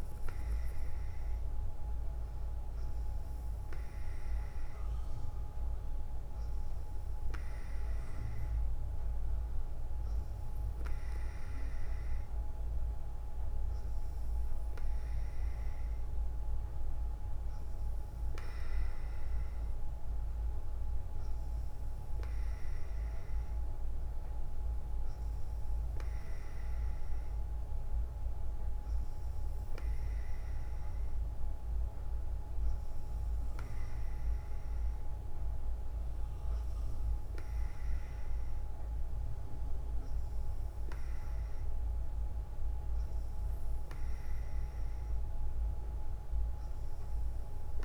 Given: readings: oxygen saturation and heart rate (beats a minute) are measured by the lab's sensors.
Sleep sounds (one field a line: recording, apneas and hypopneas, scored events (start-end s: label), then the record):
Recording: breathing in sleep, hard to hear, by a room microphone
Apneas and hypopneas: none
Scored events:
none scored
From the record:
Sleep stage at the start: N2 (light sleep)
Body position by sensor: on the front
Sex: female